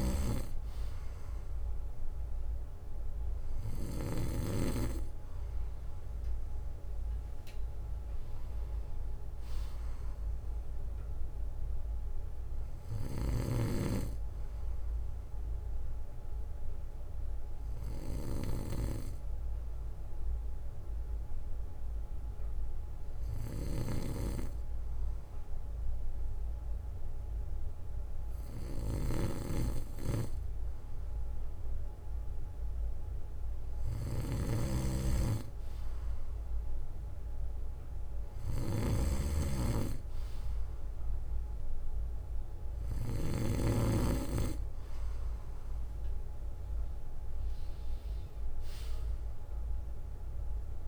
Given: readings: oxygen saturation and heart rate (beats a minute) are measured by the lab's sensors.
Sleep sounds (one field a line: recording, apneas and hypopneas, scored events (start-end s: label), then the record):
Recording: breathing in sleep by a room microphone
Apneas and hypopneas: 1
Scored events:
0.00-4.50 s: snoring (device-marked)
18.00-30.50 s: hypopnea (oxygen 94% before, 92% lowest, heart rate 68 before, 63 extreme, up 7 after)
29.00-43.50 s: snoring (device-marked)
33.00-36.50 s: arousal
From the record:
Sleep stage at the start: N2 (light sleep)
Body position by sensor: on the back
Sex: male